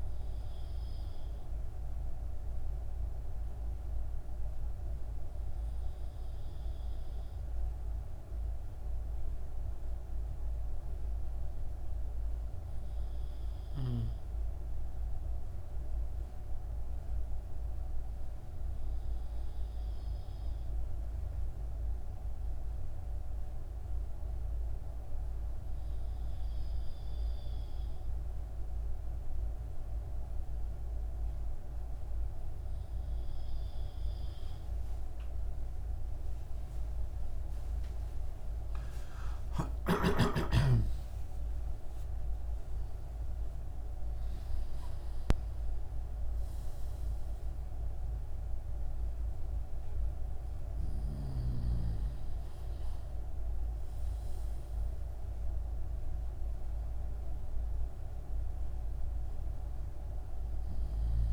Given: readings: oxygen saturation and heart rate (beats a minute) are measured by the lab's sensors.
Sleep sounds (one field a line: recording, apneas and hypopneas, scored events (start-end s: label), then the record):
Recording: breathing in sleep, hard to hear, by a room microphone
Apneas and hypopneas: none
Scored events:
39.00-44.00 s: arousal
From the record:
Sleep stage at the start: N2 (light sleep)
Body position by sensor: on the back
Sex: male